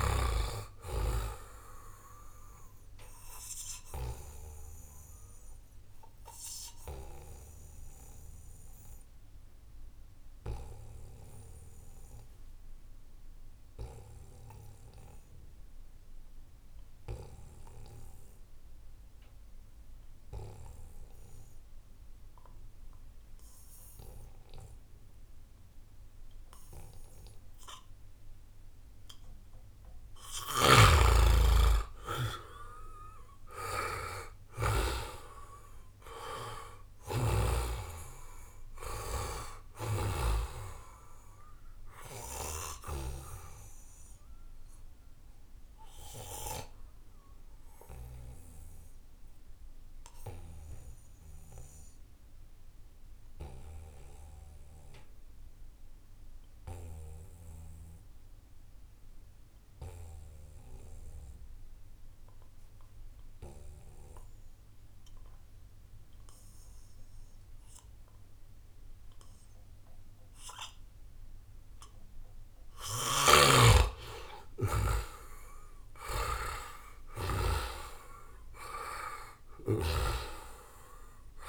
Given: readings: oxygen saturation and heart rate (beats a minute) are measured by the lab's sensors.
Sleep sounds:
breathing in sleep by a room microphone; 2
0.00-15.00 s: oxygen desaturation (device-marked, oxygen 91% lowest, heart rate 70 extreme)
3.50-30.00 s: obstructive apnea (oxygen 97% before, 89% lowest, heart rate 74 before, 70 extreme, up 3 after)
28.00-56.00 s: oxygen desaturation (device-marked, oxygen 97% before, 89% lowest, heart rate 73 before, 69 extreme)
30.50-35.00 s: snoring (device-marked)
31.50-35.00 s: arousal
47.00-73.00 s: obstructive apnea (oxygen 97% before, 89% lowest, heart rate 77 before, 69 extreme, up 11 after)
70.00-81.49 s: oxygen desaturation (device-marked, oxygen 97% before, 89% lowest, heart rate 73 before, 70 extreme)
73.00-77.50 s: snoring (device-marked)
74.50-79.50 s: arousal
79.50-81.49 s: snoring (device-marked)
From the record:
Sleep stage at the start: N2 (light sleep); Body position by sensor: on the back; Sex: male

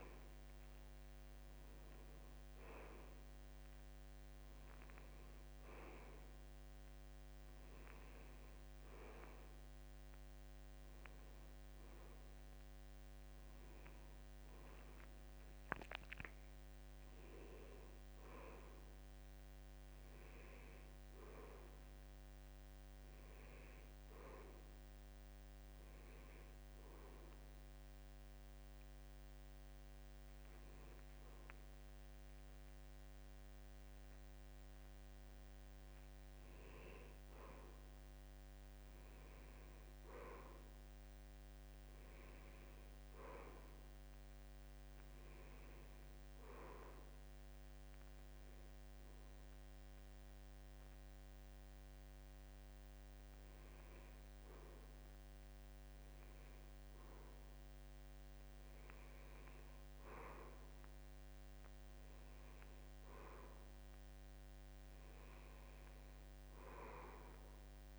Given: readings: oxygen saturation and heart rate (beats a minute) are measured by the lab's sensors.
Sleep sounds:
breathing in sleep by a microphone on the trachea; 1
47.00-58.50 s: hypopnea (oxygen 95% before, 92% lowest, heart rate 74 before, 71 extreme, up 2 after)
From the record:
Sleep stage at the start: N1 (lightest sleep); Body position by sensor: on the back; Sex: male

